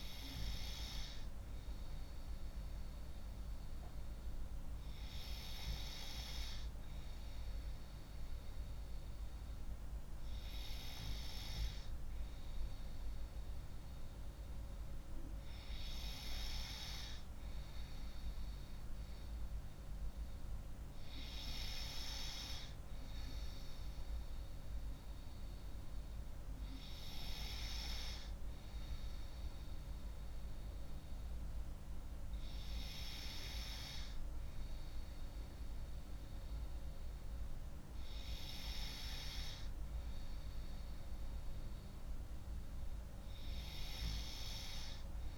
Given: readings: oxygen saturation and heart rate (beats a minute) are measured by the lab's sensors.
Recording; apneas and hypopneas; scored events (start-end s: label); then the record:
breathing in sleep by a room microphone; none
none scored
From the record:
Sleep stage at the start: N3 (deep sleep); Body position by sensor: on the left side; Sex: female